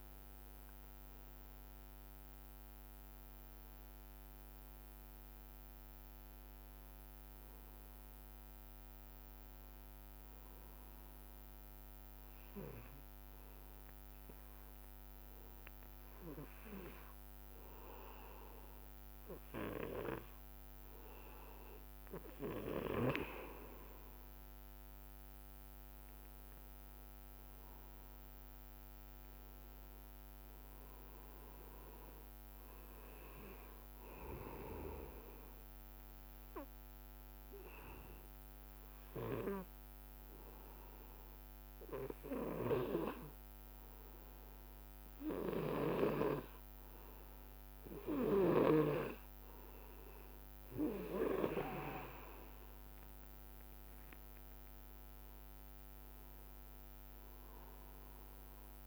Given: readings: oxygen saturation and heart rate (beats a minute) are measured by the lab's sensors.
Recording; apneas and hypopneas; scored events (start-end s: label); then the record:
breathing in sleep by a microphone on the trachea; 2
0.00-14.00 s: oxygen desaturation (device-marked, oxygen 92% lowest, heart rate 59 extreme)
11.00-22.50 s: obstructive apnea (oxygen 99% before, 93% lowest, heart rate 68 before, 59 extreme, up 3 after)
24.00-28.00 s: arousal
30.00-45.00 s: oxygen desaturation (device-marked, oxygen 99% before, 94% lowest, heart rate 62 before, 58 extreme)
37.00-50.50 s: obstructive apnea (oxygen 99% before, 93% lowest, heart rate 61 before, 58 extreme, up 2 after)
53.00-56.50 s: arousal
57.00-58.87 s: oxygen desaturation (device-marked, oxygen 98% before, 94% lowest, heart rate 63 before, 58 extreme)
From the record:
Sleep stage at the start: N2 (light sleep); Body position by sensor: on the back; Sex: male